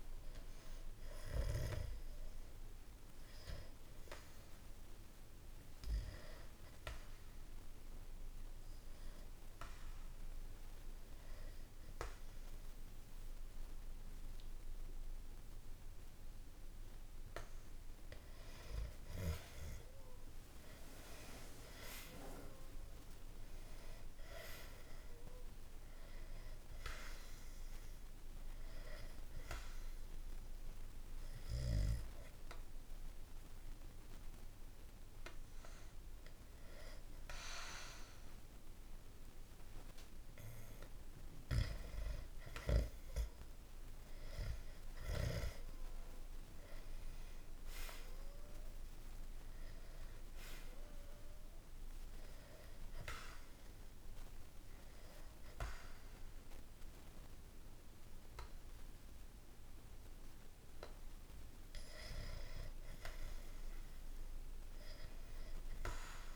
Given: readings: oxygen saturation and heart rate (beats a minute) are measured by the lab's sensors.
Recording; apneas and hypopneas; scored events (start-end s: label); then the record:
breathing in sleep by a room microphone; 3
1.00-14.00 s: oxygen desaturation (device-marked, oxygen 98% before, 94% lowest, heart rate 61 before, 62 extreme)
3.00-16.00 s: hypopnea (oxygen 98% before, 93% lowest, heart rate 61 before, 62 extreme, up 0 after)
17.50-21.00 s: arousal
30.00-41.00 s: obstructive apnea (oxygen 97% before, 92% lowest, heart rate 63 before, 61 extreme, up 2 after)
31.00-49.00 s: oxygen desaturation (device-marked, oxygen 97% before, 93% lowest, heart rate 63 before, 61 extreme)
43.00-47.00 s: arousal
51.00-61.50 s: hypopnea (oxygen 97% before, 90% lowest, heart rate 63 before, 61 extreme, up 4 after)
64.00-66.36 s: arousal
From the record:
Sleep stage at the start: N2 (light sleep); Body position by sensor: on the back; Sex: male